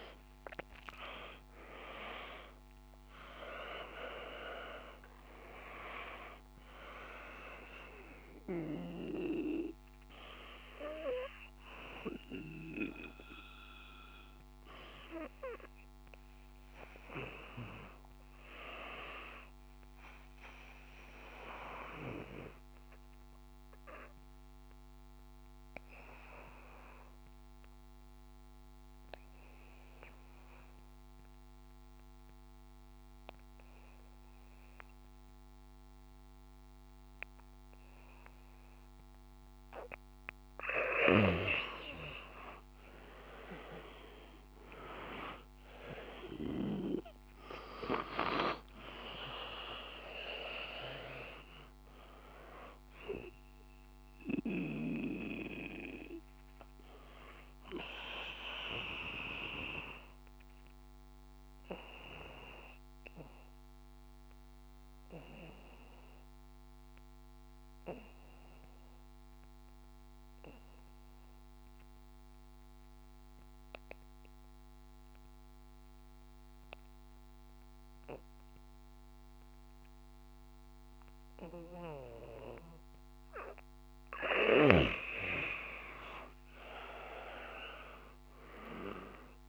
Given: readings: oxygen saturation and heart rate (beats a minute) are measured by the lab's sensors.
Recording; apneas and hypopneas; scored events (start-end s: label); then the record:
breathing in sleep by a microphone on the trachea; 2
0.00-25.50 s: oxygen desaturation (device-marked, oxygen 88% lowest, heart rate 53 extreme)
23.50-38.00 s: obstructive apnea (oxygen 97% before, 88% lowest, heart rate 56 before, 52 extreme, up 3 after)
41.50-46.00 s: arousal
45.50-57.50 s: oxygen desaturation (device-marked, oxygen 97% before, 92% lowest, heart rate 56 before, 52 extreme)
58.00-83.50 s: obstructive apnea (oxygen 97% before, 88% lowest, heart rate 57 before, 52 extreme, up 5 after)
87.50-89.49 s: arousal
87.50-89.49 s: oxygen desaturation (device-marked, oxygen 98% before, 88% lowest, heart rate 55 before, 55 extreme)
From the record:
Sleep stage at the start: N2 (light sleep); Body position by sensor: on the back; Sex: male